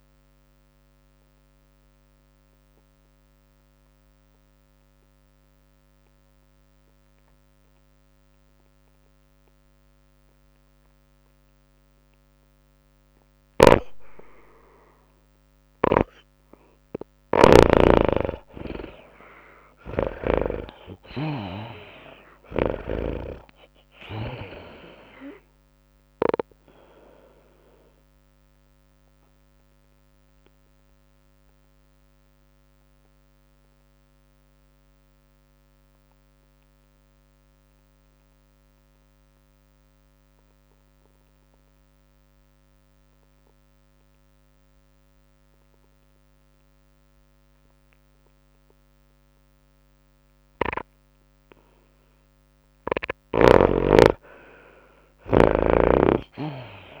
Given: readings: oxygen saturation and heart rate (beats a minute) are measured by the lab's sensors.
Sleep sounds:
breathing in sleep by a microphone on the trachea; 2
0.00-4.00 s: tachycardia (device-marked, heart rate 109 extreme)
0.00-7.00 s: oxygen desaturation (device-marked, oxygen 83% lowest, heart rate 93 extreme)
1.50-17.50 s: obstructive apnea (oxygen 99% before, 80% lowest, heart rate 104 before, 93 extreme, up 14 after)
6.00-8.00 s: long interval between heartbeats (device-marked, heart rate 106 before, 96 extreme)
11.00-45.00 s: tachycardia (device-marked, heart rate 104 before, 109 extreme)
15.00-39.00 s: oxygen desaturation (device-marked, oxygen 96% before, 82% lowest, heart rate 103 before, 99 extreme)
17.50-23.50 s: snoring (device-marked)
19.50-23.50 s: arousal
23.00-37.00 s: drop in pulse transit time (device-marked, heart rate 101 before, 106 extreme)
28.00-52.50 s: obstructive apnea (oxygen 96% before, 79% lowest, heart rate 101 before, 95 extreme, up 8 after)
52.00-57.00 s: oxygen desaturation (device-marked, oxygen 98% before, 80% lowest, heart rate 104 before, 94 extreme)
52.00-57.00 s: tachycardia (device-marked, heart rate 104 before, 110 extreme)
55.00-57.00 s: arousal
From the record:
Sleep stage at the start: N2 (light sleep); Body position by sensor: on the back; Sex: female

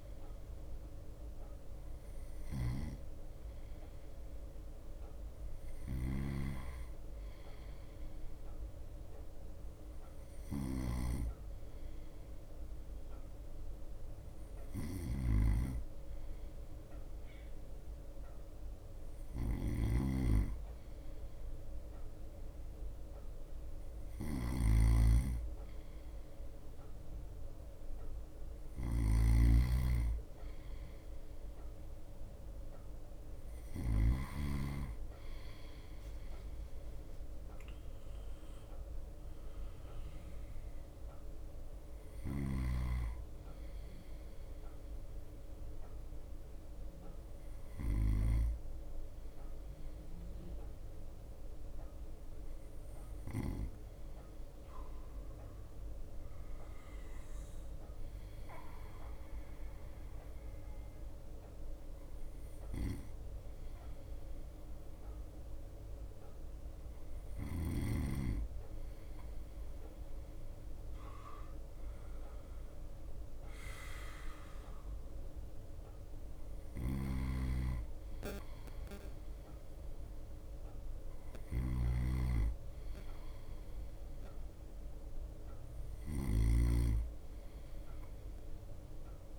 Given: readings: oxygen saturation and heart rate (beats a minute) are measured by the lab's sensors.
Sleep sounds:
breathing in sleep by a room microphone; none
0.00-4.00 s: drop in pulse transit time (device-marked, heart rate 57 extreme)
0.00-54.00 s: bradycardia (device-marked, heart rate 56 extreme)
2.50-34.50 s: snoring (device-marked)
56.00-65.00 s: drop in pulse transit time (device-marked, heart rate 57 before, 57 extreme)
56.00-89.39 s: bradycardia (device-marked, heart rate 58 before, 54 extreme)
77.00-86.50 s: snoring (device-marked)
From the record:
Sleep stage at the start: N2 (light sleep); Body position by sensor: on the right side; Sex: male

